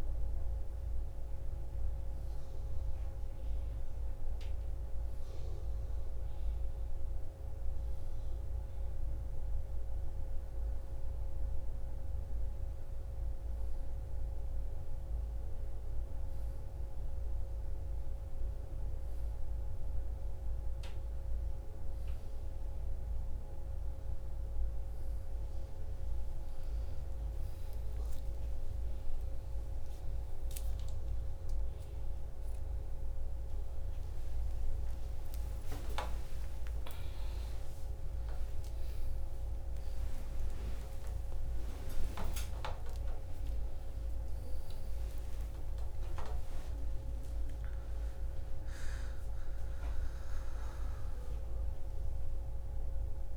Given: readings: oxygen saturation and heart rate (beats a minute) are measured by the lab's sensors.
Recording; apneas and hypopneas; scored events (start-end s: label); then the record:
a person awake in a sleep study, hard to hear, by a room microphone; none
16.00-46.00 s: new sleep stage, awake
46.00-53.37 s: new sleep stage, N1 (lightest sleep)
From the record:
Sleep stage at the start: N2 (light sleep); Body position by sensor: on the right side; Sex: female